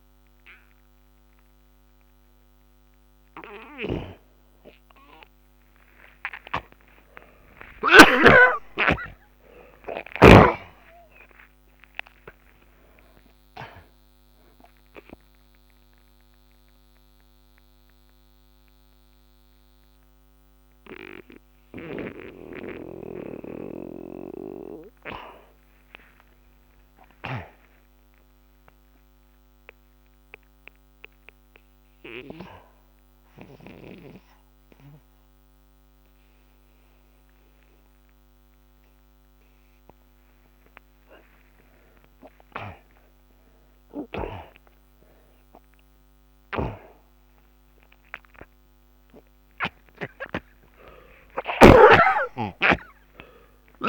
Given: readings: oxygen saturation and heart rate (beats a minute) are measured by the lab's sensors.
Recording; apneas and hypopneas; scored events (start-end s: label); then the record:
breathing in sleep by a microphone on the trachea; 1
4.00-8.50 s: snoring (device-marked)
6.50-12.00 s: arousal
10.50-17.50 s: oxygen desaturation (device-marked, oxygen 93% before, 84% lowest, heart rate 70 before, 39 extreme)
15.00-26.00 s: obstructive apnea (oxygen 97% before, 83% lowest, heart rate 76 before, 46 extreme, up 20 after)
27.00-30.50 s: arousal
39.50-53.89 s: oxygen desaturation (device-marked, oxygen 98% before, 83% lowest)
52.50-53.89 s: arousal
From the record:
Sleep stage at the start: N2 (light sleep); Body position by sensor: on the back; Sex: male